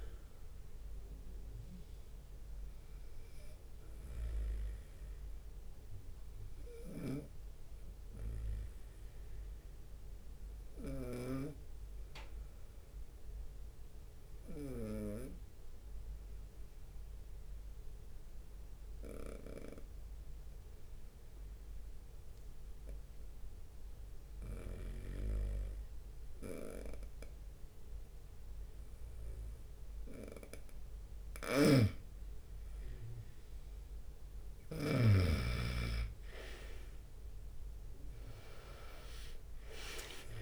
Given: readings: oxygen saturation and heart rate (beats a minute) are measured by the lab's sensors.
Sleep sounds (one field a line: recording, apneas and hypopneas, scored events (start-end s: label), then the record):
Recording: breathing in sleep by a room microphone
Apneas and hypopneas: 1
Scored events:
0.00-16.00 s: oxygen desaturation (device-marked, oxygen 91% lowest, heart rate 69 extreme)
7.50-15.50 s: snoring (device-marked)
7.50-31.00 s: obstructive apnea (oxygen 96% before, 91% lowest, heart rate 75 before, 70 extreme, up 3 after)
24.00-27.00 s: leg movement (device-marked)
32.00-35.50 s: snoring (device-marked)
34.50-38.50 s: arousal
38.00-40.42 s: oxygen desaturation (device-marked, oxygen 97% before, 91% lowest, heart rate 72 before, 69 extreme)
From the record:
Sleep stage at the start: N2 (light sleep)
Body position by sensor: on the right side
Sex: male